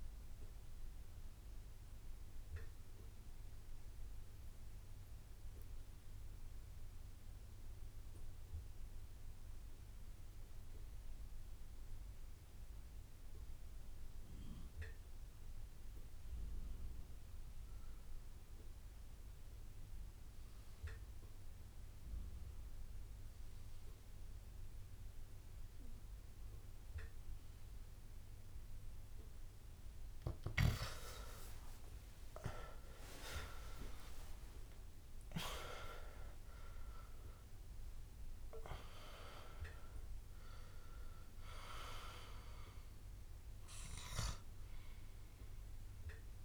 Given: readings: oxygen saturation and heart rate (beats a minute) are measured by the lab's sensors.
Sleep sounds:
breathing in sleep by a room microphone; 1
0.00-9.00 s: oxygen desaturation (device-marked, oxygen 87% lowest)
0.50-29.00 s: obstructive apnea (oxygen 97% before, 85% lowest)
26.00-46.45 s: oxygen desaturation (device-marked, oxygen 99% before, 85% lowest)
31.00-35.50 s: arousal
From the record:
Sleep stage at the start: REM sleep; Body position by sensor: on the back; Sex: male

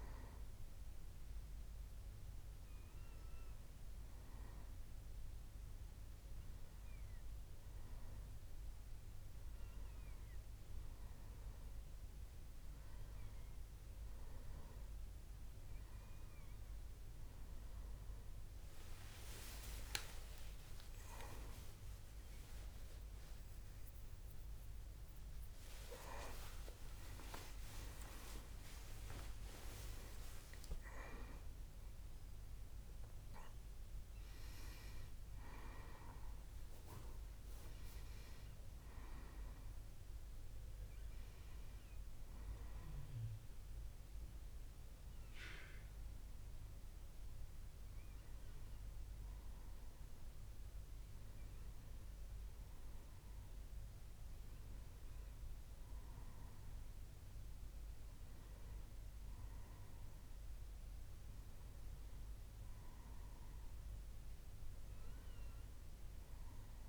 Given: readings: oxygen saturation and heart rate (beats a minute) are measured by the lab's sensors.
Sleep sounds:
a person awake in a sleep study, by a room microphone; none
30.50-32.50 s: long interval between heartbeats (device-marked, heart rate 76 before, 87 extreme)
From the record:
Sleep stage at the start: awake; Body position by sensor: on the back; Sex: male

